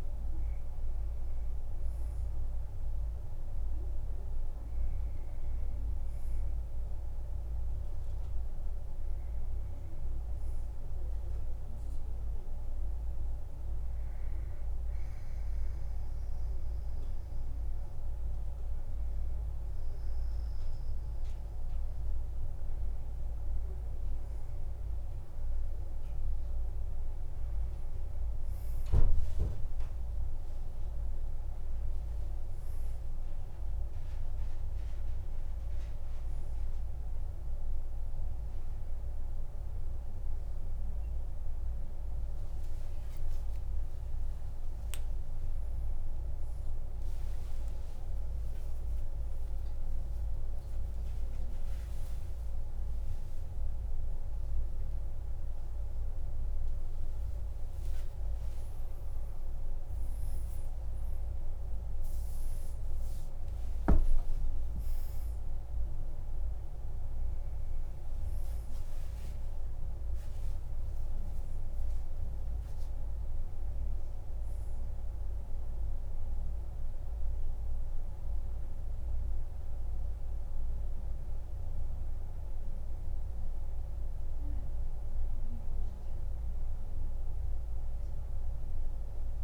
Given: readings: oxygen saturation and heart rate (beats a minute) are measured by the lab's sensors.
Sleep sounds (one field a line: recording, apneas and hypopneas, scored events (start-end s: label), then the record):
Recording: a person partly awake in a sleep study, hard to hear, by a room microphone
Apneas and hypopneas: 1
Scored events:
12.50-23.00 s: obstructive apnea (oxygen 98% before, 94% lowest, heart rate 57 before, 53 extreme, up 5 after)
25.00-29.00 s: arousal
30.00-44.00 s: oxygen desaturation (device-marked, oxygen 97% before, 94% lowest, heart rate 56 before, 53 extreme)
44.00-59.00 s: tachycardia (device-marked, heart rate 60 before, 180 extreme)
44.50-46.50 s: long interval between heartbeats (device-marked, heart rate 59 before, 89 extreme)
47.50-49.50 s: long interval between heartbeats (device-marked, heart rate 65 before, 127 extreme)
50.00-52.00 s: long interval between heartbeats (device-marked, heart rate 78 before, 157 extreme)
50.00-89.44 s: new sleep stage, awake
53.00-55.00 s: long interval between heartbeats (device-marked, heart rate 93 before, 169 extreme)
55.50-57.50 s: long interval between heartbeats (device-marked, heart rate 104 before, 177 extreme)
57.50-59.50 s: long interval between heartbeats (device-marked, heart rate 116 before, 178 extreme)
71.00-73.00 s: long interval between heartbeats (device-marked, heart rate 121 before, 89 extreme)
From the record:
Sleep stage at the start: N1 (lightest sleep)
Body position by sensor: on the back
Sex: male